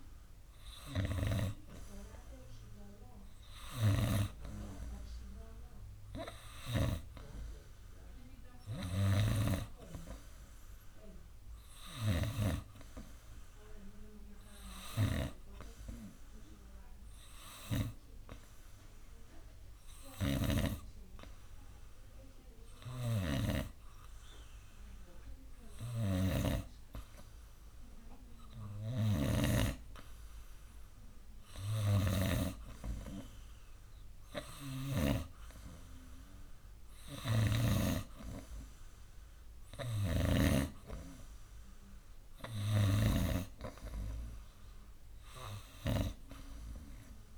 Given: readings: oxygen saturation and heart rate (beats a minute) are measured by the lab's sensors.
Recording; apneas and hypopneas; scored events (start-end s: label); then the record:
breathing in sleep by a room microphone; 1
15.00-31.50 s: hypopnea (oxygen 95% before, 93% lowest, heart rate 65 before, 62 extreme, up 2 after)
23.00-35.50 s: snoring (device-marked)
33.50-37.00 s: arousal
40.00-43.50 s: snoring (device-marked)
From the record:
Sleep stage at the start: N2 (light sleep); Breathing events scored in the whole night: 265 in 4.4 hours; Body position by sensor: on the right side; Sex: male